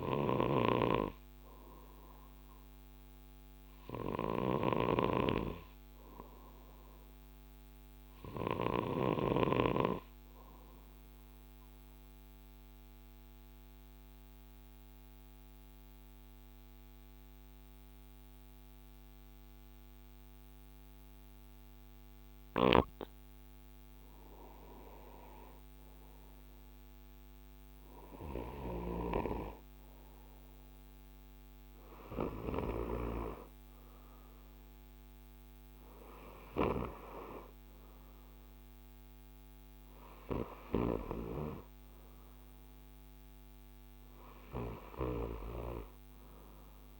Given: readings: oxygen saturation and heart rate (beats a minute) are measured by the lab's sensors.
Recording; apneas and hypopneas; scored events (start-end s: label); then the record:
breathing in sleep by a microphone on the trachea; 1
0.00-9.00 s: snoring (device-marked)
11.50-23.50 s: obstructive apnea (oxygen 96% before, 93% lowest, heart rate 55 before, 53 extreme, up 7 after)
22.00-32.50 s: snoring (device-marked)
27.00-30.00 s: arousal
40.50-47.00 s: snoring (device-marked)
From the record:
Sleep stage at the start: N2 (light sleep); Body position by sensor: on the right side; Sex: male